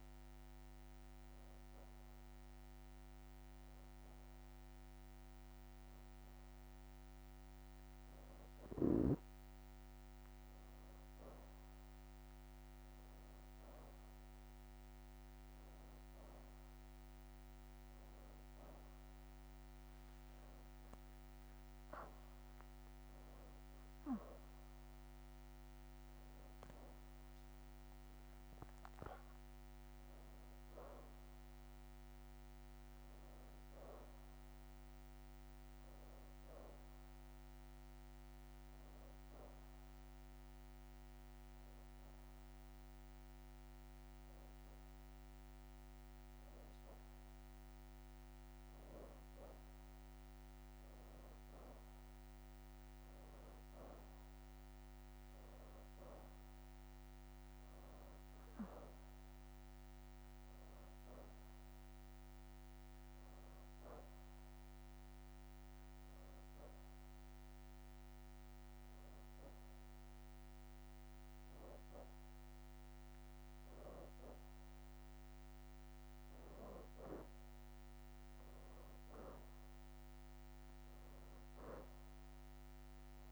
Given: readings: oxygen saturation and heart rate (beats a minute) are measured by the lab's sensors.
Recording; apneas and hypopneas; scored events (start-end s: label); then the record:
breathing in sleep, hard to hear, by a microphone on the trachea; 3
1.50-12.50 s: hypopnea (oxygen 94% before, 88% lowest, heart rate 86 before, 83 extreme, up 5 after)
16.00-29.00 s: oxygen desaturation (device-marked, oxygen 93% before, 89% lowest, heart rate 85 before, 82 extreme)
20.50-24.50 s: leg movement (device-marked)
29.00-34.00 s: arousal
32.00-35.50 s: leg movement (device-marked)
40.50-51.00 s: hypopnea (oxygen 94% before, 88% lowest, heart rate 89 before, 82 extreme, up 6 after)
53.00-56.50 s: arousal
53.00-61.00 s: leg movement (device-marked)
55.00-69.00 s: oxygen desaturation (device-marked, oxygen 93% before, 88% lowest, heart rate 85 before, 83 extreme)
67.50-77.50 s: hypopnea (oxygen 94% before, 88% lowest, heart rate 85 before, 83 extreme, up 5 after)
80.50-83.31 s: arousal
81.00-83.31 s: leg movement (device-marked)
82.00-83.31 s: oxygen desaturation (device-marked, oxygen 94% before, 89% lowest, heart rate 85 before, 81 extreme)
From the record:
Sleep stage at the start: N2 (light sleep); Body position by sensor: on the back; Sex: female